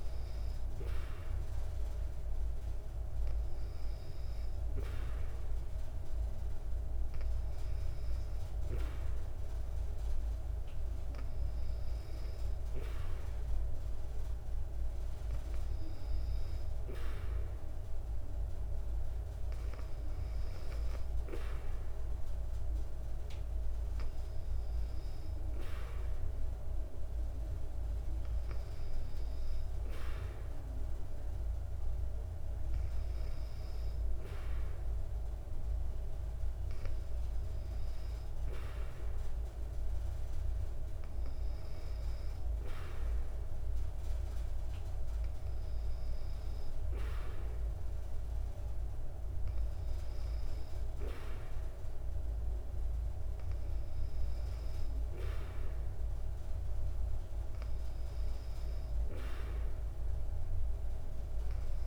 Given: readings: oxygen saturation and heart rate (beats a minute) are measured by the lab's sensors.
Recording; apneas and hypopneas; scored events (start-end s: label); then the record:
breathing in sleep, hard to hear, by a room microphone; none
none scored
From the record:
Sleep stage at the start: N2 (light sleep); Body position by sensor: on the back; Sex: female